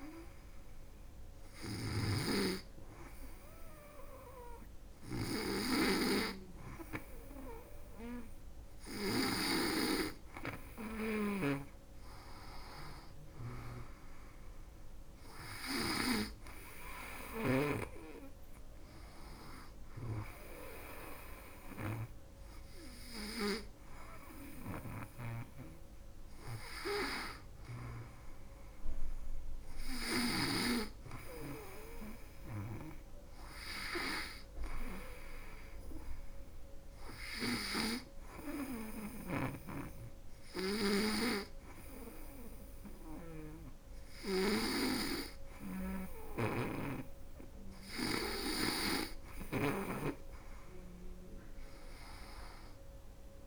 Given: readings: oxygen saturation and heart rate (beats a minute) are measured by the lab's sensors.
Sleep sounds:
breathing in sleep by a room microphone; 1
0.00-1.50 s: snoring (device-marked)
10.50-17.00 s: snoring (device-marked)
11.00-14.00 s: arousal
16.50-27.00 s: obstructive apnea (oxygen 97% before, 95% lowest, heart rate 80 before, 76 extreme, up 2 after)
27.50-30.50 s: arousal
45.00-49.00 s: snoring (device-marked)
From the record:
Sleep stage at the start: N2 (light sleep); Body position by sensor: on the back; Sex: female

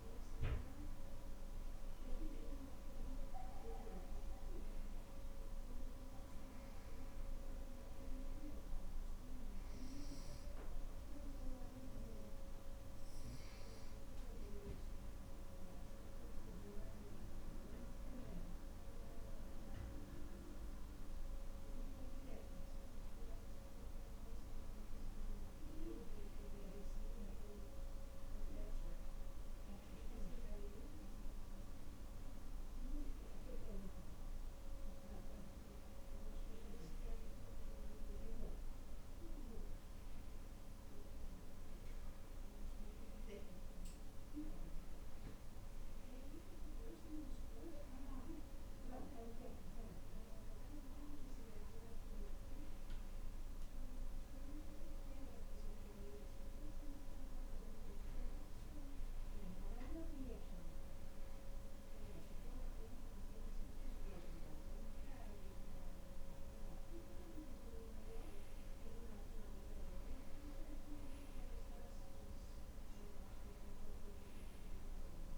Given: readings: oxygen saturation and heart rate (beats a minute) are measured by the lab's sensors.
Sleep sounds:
breathing in sleep by a room microphone; none
none scored
From the record:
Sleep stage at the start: N2 (light sleep); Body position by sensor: on the back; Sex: male

